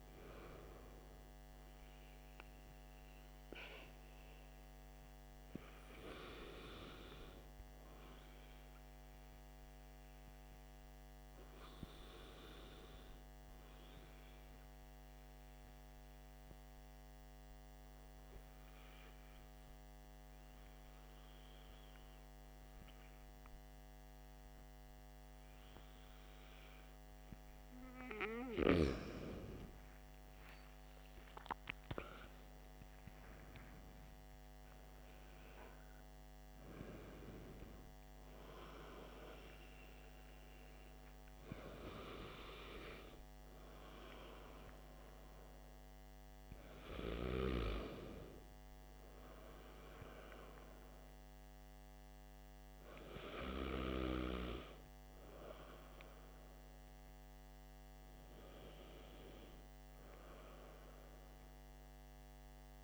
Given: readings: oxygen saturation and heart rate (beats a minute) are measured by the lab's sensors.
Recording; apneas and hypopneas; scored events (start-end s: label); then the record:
breathing in sleep by a microphone on the trachea; 1
6.00-28.00 s: hypopnea (oxygen 96% before, 93% lowest, heart rate 59 before, 50 extreme, up 17 after)
31.00-34.00 s: arousal
From the record:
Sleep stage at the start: N2 (light sleep); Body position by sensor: on the back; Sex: male